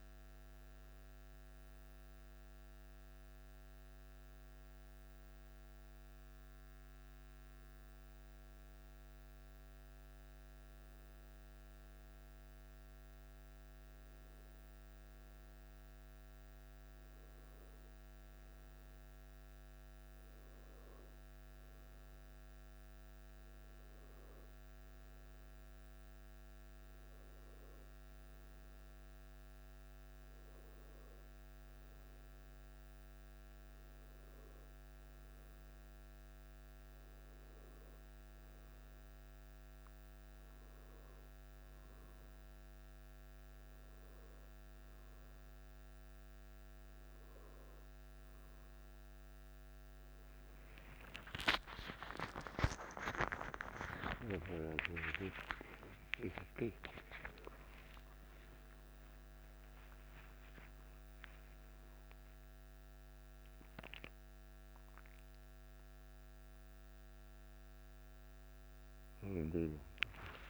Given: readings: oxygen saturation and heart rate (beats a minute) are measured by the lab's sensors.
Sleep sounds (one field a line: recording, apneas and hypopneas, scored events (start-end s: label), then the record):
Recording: a person partly awake in a sleep study, by a microphone on the trachea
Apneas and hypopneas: none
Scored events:
44.00-70.50 s: new sleep stage, awake
From the record:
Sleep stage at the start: N1 (lightest sleep)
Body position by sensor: on the back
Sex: male